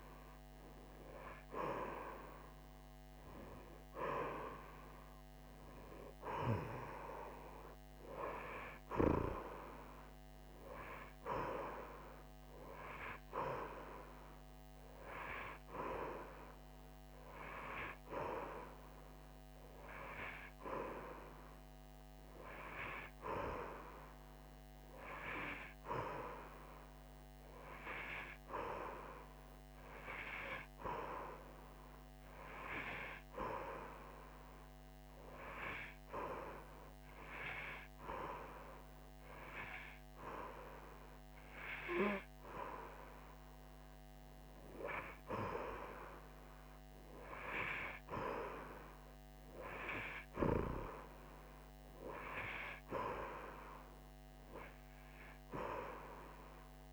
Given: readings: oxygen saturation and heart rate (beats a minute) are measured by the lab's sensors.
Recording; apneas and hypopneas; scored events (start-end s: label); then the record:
breathing in sleep by a microphone on the trachea; none
none scored
From the record:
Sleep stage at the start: N2 (light sleep); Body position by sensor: on the right side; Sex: female